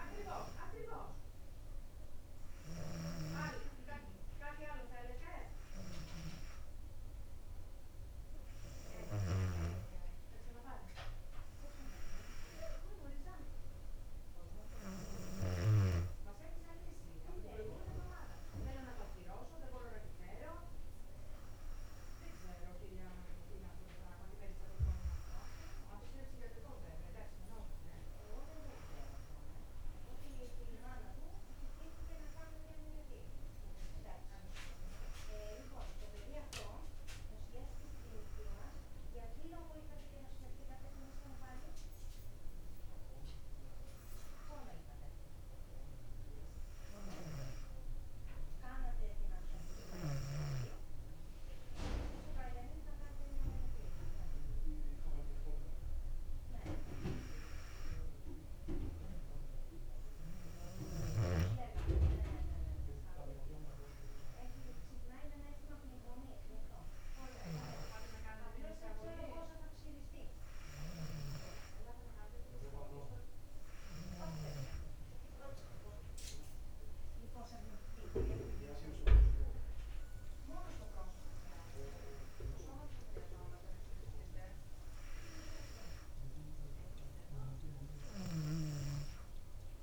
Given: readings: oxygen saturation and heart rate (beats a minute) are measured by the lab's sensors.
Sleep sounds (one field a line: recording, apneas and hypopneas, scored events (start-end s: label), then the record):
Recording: breathing in sleep by a room microphone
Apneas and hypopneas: none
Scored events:
88.50-89.82 s: snoring (device-marked)
From the record:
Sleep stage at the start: N2 (light sleep)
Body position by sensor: on the back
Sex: female